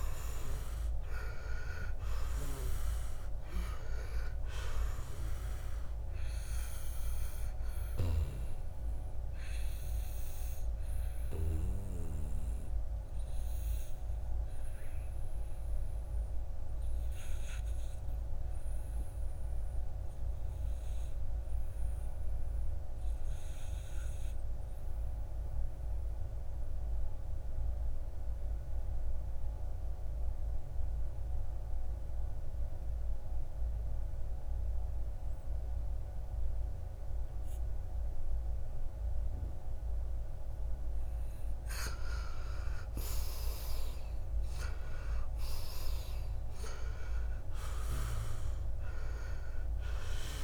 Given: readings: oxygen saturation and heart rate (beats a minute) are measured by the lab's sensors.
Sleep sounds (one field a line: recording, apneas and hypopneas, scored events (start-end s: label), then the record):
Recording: breathing in sleep by a room microphone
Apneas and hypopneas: 1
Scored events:
0.00-14.50 s: oxygen desaturation (device-marked, oxygen 75% lowest, heart rate 55 extreme)
8.50-39.50 s: obstructive apnea (oxygen 96% before, 75% lowest, heart rate 70 before, 55 extreme, up 10 after)
32.50-50.43 s: oxygen desaturation (device-marked, oxygen 98% before, 78% lowest, heart rate 59 before, 56 extreme)
42.00-47.00 s: arousal
From the record:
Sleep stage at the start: N2 (light sleep)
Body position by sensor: on the back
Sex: male